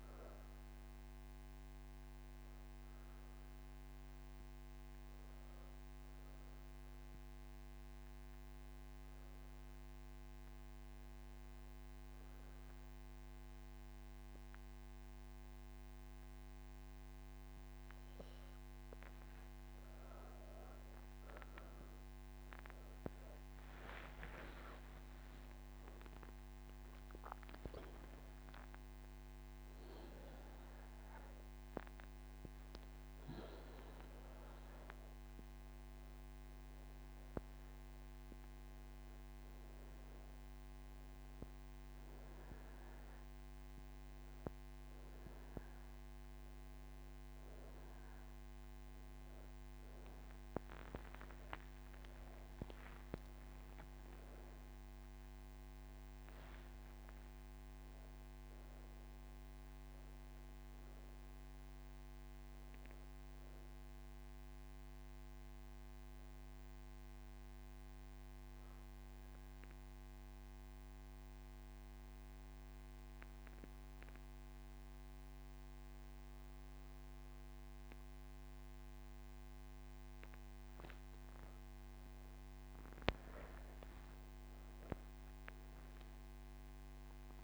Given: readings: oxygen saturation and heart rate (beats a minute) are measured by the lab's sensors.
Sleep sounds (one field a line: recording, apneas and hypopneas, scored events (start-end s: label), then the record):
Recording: breathing in sleep by a microphone on the trachea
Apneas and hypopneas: 2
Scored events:
0.00-5.50 s: oxygen desaturation (device-marked, oxygen 92% lowest, heart rate 28 extreme)
1.50-19.00 s: obstructive apnea (oxygen 96% before, 90% lowest)
28.50-41.50 s: oxygen desaturation (device-marked, oxygen 98% before, 93% lowest)
65.00-81.50 s: obstructive apnea (oxygen 96% before, 90% lowest)
65.50-81.50 s: oxygen desaturation (device-marked, oxygen 96% before, 90% lowest)
From the record:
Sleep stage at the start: N3 (deep sleep)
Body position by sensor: on the back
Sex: female